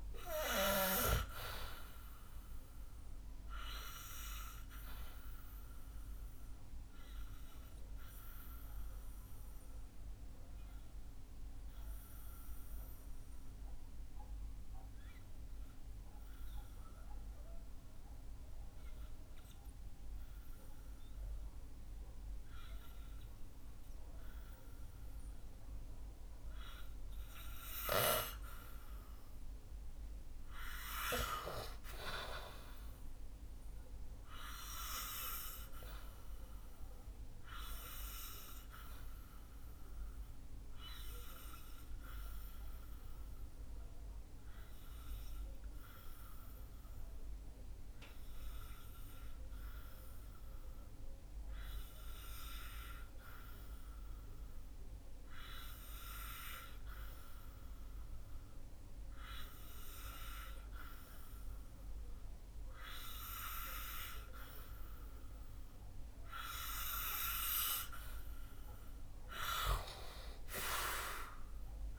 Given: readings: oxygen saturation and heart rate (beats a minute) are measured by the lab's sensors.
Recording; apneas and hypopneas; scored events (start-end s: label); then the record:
breathing in sleep by a room microphone; 2
6.50-29.00 s: obstructive apnea (oxygen 98% before, 92% lowest, heart rate 65 before, 59 extreme, up 4 after)
30.50-34.00 s: arousal
39.00-66.00 s: obstructive apnea (oxygen 97% before, 91% lowest, heart rate 63 before, 59 extreme, up 5 after)
64.50-71.99 s: oxygen desaturation (device-marked, oxygen 96% before, 92% lowest, heart rate 63 before, 59 extreme)
70.00-71.99 s: arousal
From the record:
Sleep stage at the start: N2 (light sleep); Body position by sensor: on the back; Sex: male